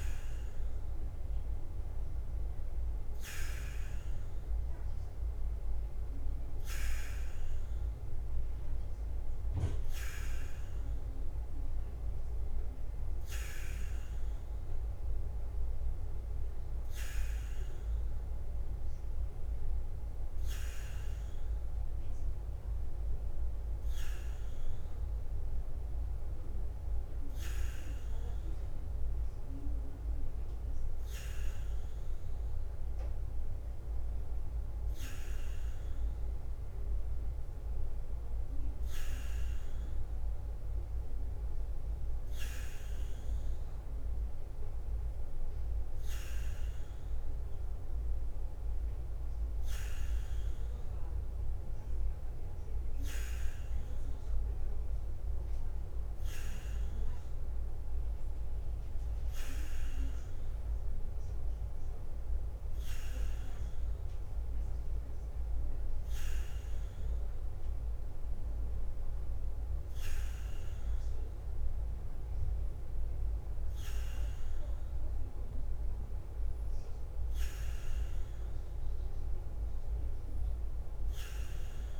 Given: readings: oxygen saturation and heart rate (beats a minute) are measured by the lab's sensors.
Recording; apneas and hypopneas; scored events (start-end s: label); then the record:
breathing in sleep, hard to hear, by a room microphone; none
0.00-82.00 s: bradycardia (device-marked, heart rate 44 extreme)
14.00-82.00 s: new sleep stage, N3 (deep sleep)
From the record:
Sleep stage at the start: N2 (light sleep); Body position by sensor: on the back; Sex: male